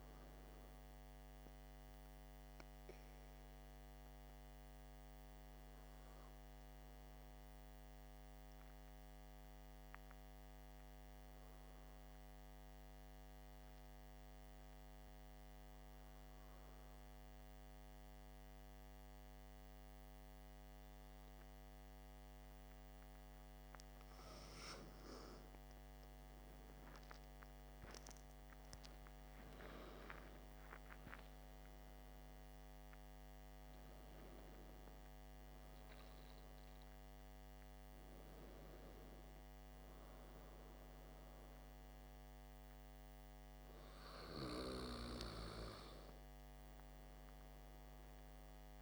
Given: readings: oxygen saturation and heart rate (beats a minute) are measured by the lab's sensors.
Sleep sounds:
breathing in sleep by a microphone on the trachea; 1
6.00-23.00 s: hypopnea (oxygen 95% before, 94% lowest, heart rate 58 before, 51 extreme, up 13 after)
26.50-31.50 s: arousal
From the record:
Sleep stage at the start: N2 (light sleep); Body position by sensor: on the back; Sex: male

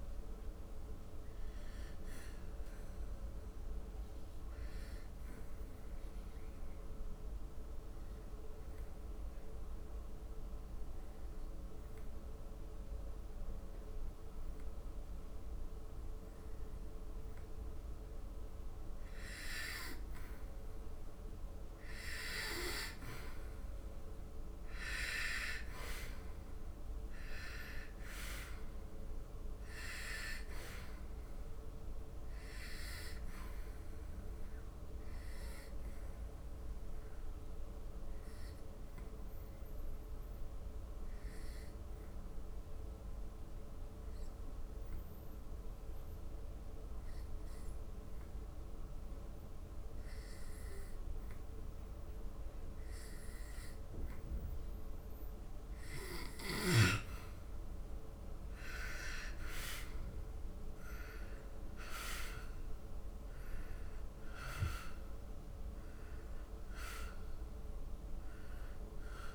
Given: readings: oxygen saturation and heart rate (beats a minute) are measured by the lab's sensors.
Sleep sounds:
breathing in sleep by a room microphone; 2
0.00-11.00 s: oxygen desaturation (device-marked, oxygen 84% lowest, heart rate 73 extreme)
0.50-20.00 s: obstructive apnea (oxygen 99% before, 84% lowest, heart rate 75 before, 72 extreme, up 0 after)
23.00-27.00 s: arousal
26.00-47.00 s: oxygen desaturation (device-marked, oxygen 98% before, 89% lowest, heart rate 75 before, 69 extreme)
34.50-56.00 s: obstructive apnea (oxygen 99% before, 86% lowest, heart rate 75 before, 69 extreme, up 8 after)
57.00-69.35 s: oxygen desaturation (device-marked, oxygen 97% before, 86% lowest, heart rate 72 before, 70 extreme)
58.00-62.00 s: arousal
From the record:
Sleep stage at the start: N2 (light sleep); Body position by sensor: on the back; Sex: male

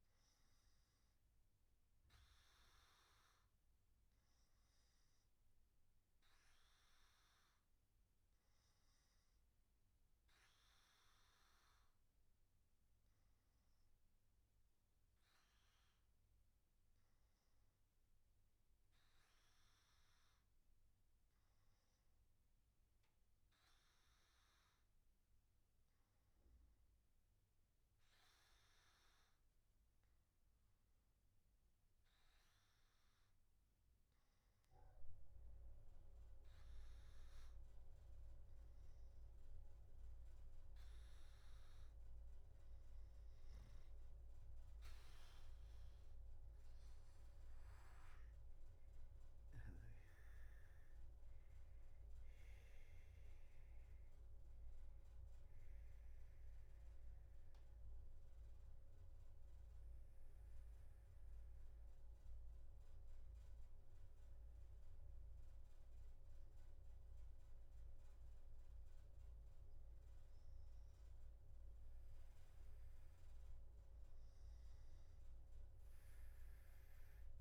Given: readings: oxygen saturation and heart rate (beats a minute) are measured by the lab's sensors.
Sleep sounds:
breathing in sleep, hard to hear, by a room microphone; none
none scored
From the record:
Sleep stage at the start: N2 (light sleep); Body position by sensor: on the back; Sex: male

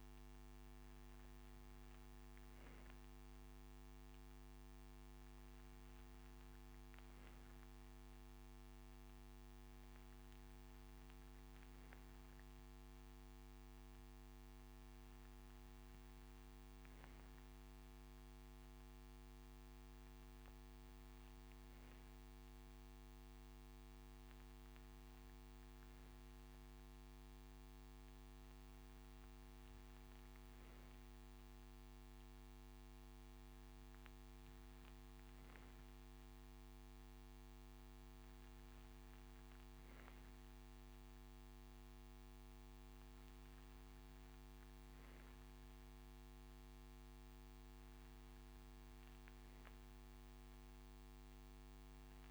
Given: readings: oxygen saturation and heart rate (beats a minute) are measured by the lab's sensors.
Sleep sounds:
breathing in sleep, hard to hear, by a microphone on the trachea; none
none scored
From the record:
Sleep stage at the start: N3 (deep sleep); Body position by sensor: on the right side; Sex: male

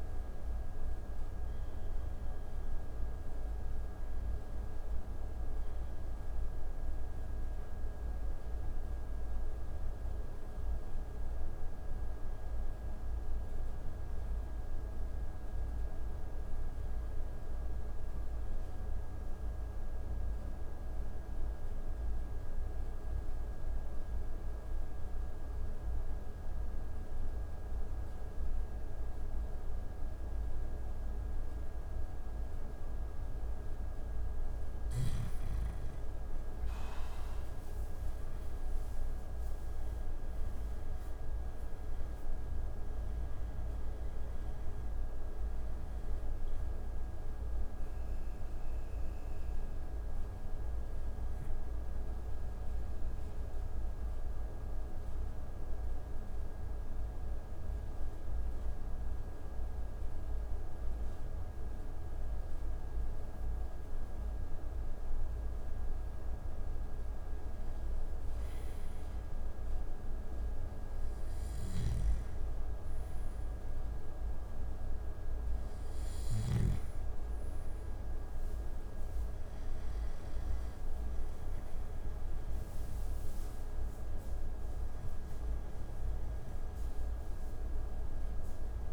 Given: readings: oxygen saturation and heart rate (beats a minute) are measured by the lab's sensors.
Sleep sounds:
breathing in sleep, hard to hear, by a room microphone; 2
17.50-34.00 s: central apnea (oxygen 96% before, 91% lowest)
36.00-40.50 s: arousal
39.50-66.50 s: oxygen desaturation (device-marked, oxygen 97% before, 91% lowest)
50.50-68.50 s: mixed apnea (oxygen 98% before, 91% lowest)
76.50-80.00 s: arousal
From the record:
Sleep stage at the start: N2 (light sleep); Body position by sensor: on the back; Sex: male

